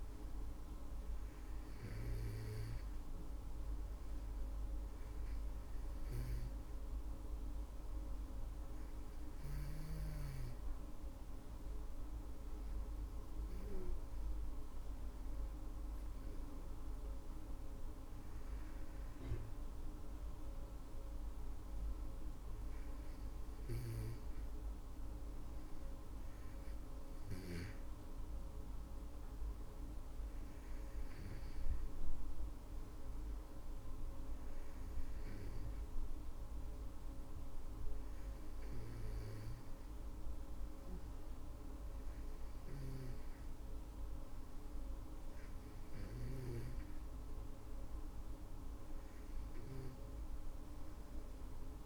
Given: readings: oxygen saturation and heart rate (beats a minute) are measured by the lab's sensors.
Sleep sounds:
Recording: breathing in sleep, hard to hear, by a room microphone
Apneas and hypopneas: 1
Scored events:
4.00-16.50 s: hypopnea (oxygen 99% before, 97% lowest, heart rate 67 before, 55 extreme, up 11 after)
18.00-22.50 s: arousal
From the record:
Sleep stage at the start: N2 (light sleep)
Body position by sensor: on the back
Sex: female

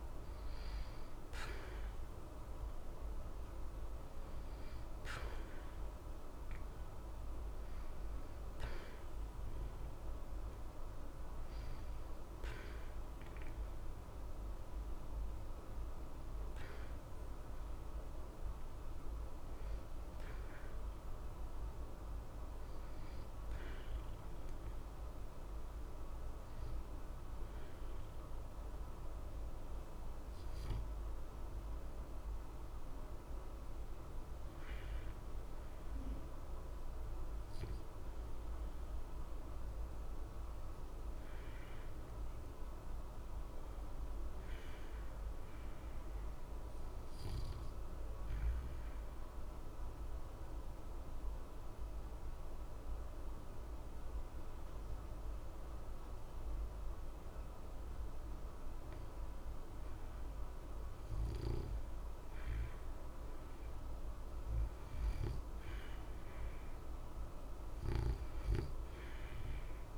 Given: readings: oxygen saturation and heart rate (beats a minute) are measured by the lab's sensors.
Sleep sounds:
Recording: breathing in sleep, hard to hear, by a room microphone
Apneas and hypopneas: 1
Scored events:
0.00-15.50 s: oxygen desaturation (device-marked, oxygen 81% lowest, heart rate 60 extreme)
35.50-40.50 s: arousal
35.50-69.98 s: new sleep stage, N2 (light sleep)
47.00-59.50 s: obstructive apnea (oxygen 93% before, 86% lowest, heart rate 60 before, 60 extreme, up 2 after)
62.00-65.00 s: arousal
From the record:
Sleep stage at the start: REM sleep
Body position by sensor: on the back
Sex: male

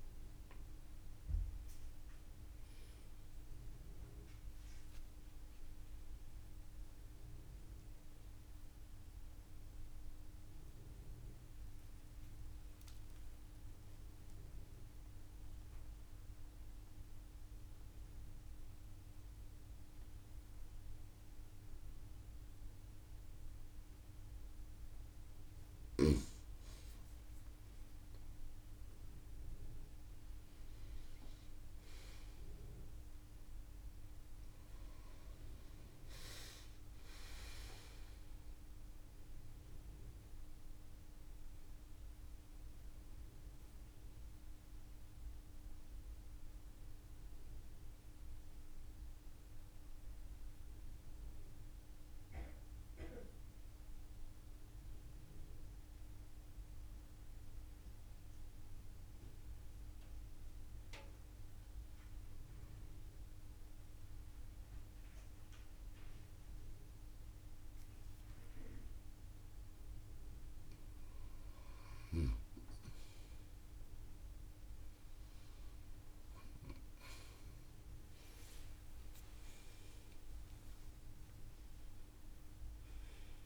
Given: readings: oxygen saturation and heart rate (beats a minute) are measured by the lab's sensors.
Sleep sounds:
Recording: breathing in sleep, hard to hear, by a room microphone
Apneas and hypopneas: 2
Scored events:
10.50-24.50 s: central apnea (oxygen 95% before, 93% lowest)
27.00-31.00 s: arousal
44.50-69.00 s: mixed apnea (oxygen 96% before, 92% lowest)
70.00-75.00 s: arousal
80.50-83.46 s: oxygen desaturation (device-marked, oxygen 97% before, 92% lowest)
From the record:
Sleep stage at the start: N2 (light sleep)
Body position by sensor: on the right side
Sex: female

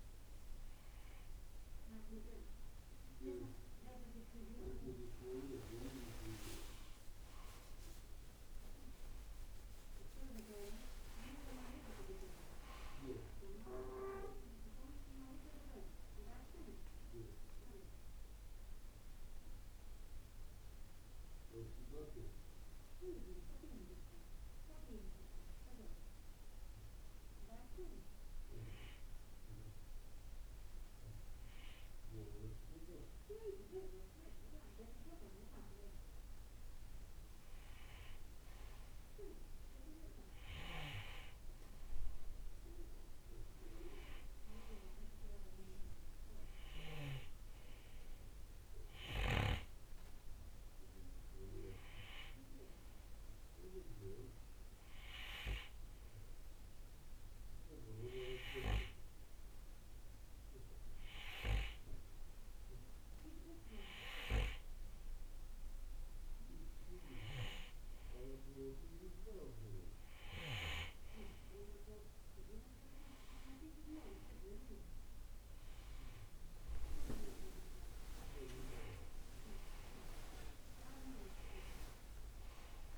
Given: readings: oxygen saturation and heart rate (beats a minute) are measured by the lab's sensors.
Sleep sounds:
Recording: breathing in sleep by a room microphone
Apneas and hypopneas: 2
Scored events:
7.50-12.50 s: arousal
20.00-32.00 s: hypopnea (oxygen 94% before, 91% lowest, heart rate 68 before, 56 extreme, up 6 after)
36.00-55.00 s: oxygen desaturation (device-marked, oxygen 96% before, 91% lowest, heart rate 62 before, 56 extreme)
36.50-41.50 s: arousal
50.50-66.00 s: hypopnea (oxygen 96% before, 91% lowest, heart rate 60 before, 56 extreme, up 10 after)
69.00-82.97 s: oxygen desaturation (device-marked, oxygen 94% before, 91% lowest, heart rate 60 before, 59 extreme)
71.00-75.00 s: arousal
From the record:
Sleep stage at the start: N2 (light sleep)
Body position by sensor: on the right side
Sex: male

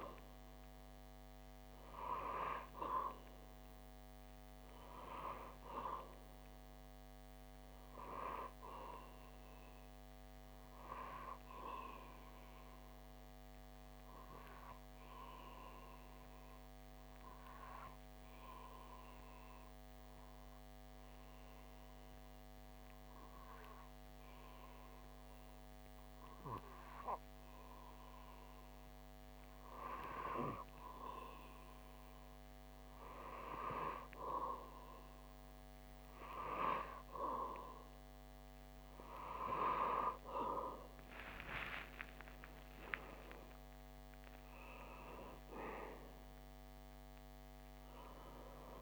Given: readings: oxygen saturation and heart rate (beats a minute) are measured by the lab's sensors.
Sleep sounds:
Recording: breathing in sleep by a microphone on the trachea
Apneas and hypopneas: 1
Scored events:
10.50-28.00 s: obstructive apnea (oxygen 94% before, 92% lowest)
30.00-34.50 s: arousal
34.00-48.81 s: oxygen desaturation (device-marked, oxygen 96% before, 92% lowest)
From the record:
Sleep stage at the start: N2 (light sleep)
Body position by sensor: on the back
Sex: male

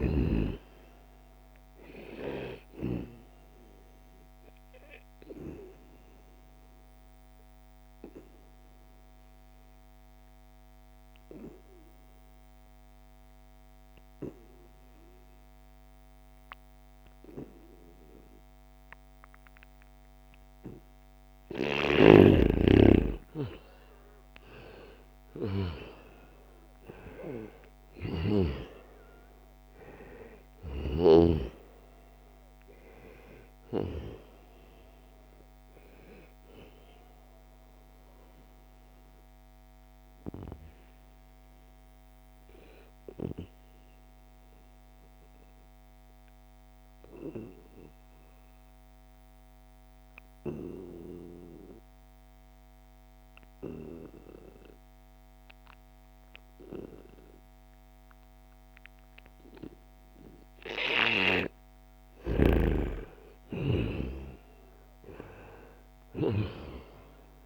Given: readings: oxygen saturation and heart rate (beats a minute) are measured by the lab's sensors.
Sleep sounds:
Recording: breathing in sleep by a microphone on the trachea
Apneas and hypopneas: 2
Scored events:
0.00-14.50 s: oxygen desaturation (device-marked, oxygen 91% lowest, heart rate 74 extreme)
3.00-20.00 s: obstructive apnea (oxygen 96% before, 89% lowest, heart rate 83 before, 74 extreme, up 3 after)
21.00-24.00 s: arousal
26.50-45.50 s: oxygen desaturation (device-marked, oxygen 95% before, 89% lowest, heart rate 78 before, 64 extreme)
36.50-60.00 s: obstructive apnea (oxygen 96% before, 89% lowest, heart rate 78 before, 64 extreme, up 11 after)
46.50-48.50 s: long interval between heartbeats (device-marked, heart rate 81 before, 66 extreme)
55.50-67.46 s: oxygen desaturation (device-marked, oxygen 97% before, 89% lowest, heart rate 75 before, 68 extreme)
62.00-66.50 s: arousal
From the record:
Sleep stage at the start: N2 (light sleep)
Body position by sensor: on the right side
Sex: male

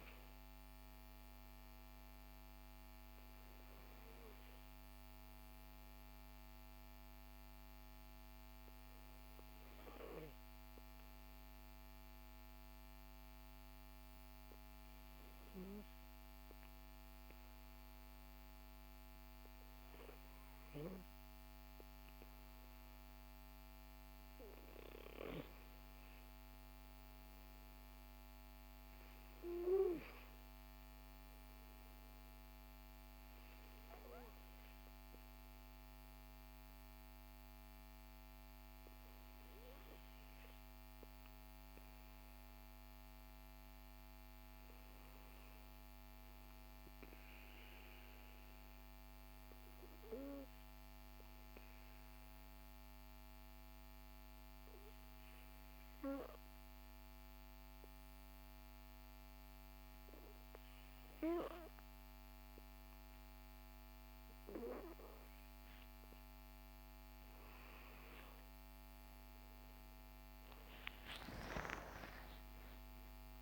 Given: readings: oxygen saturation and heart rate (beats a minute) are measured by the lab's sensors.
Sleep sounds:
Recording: breathing in sleep by a microphone on the trachea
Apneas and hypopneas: 2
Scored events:
8.00-23.00 s: obstructive apnea (oxygen 97% before, 94% lowest, heart rate 53 before, 43 extreme, up 8 after)
25.50-29.50 s: arousal
48.50-65.50 s: obstructive apnea (oxygen 97% before, 94% lowest, heart rate 51 before, 44 extreme, up 21 after)
67.50-73.42 s: oxygen desaturation (device-marked, oxygen 97% before, 94% lowest, heart rate 50 before, 44 extreme)
69.00-73.42 s: arousal
From the record:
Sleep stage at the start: N2 (light sleep)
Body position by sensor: on the back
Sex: male

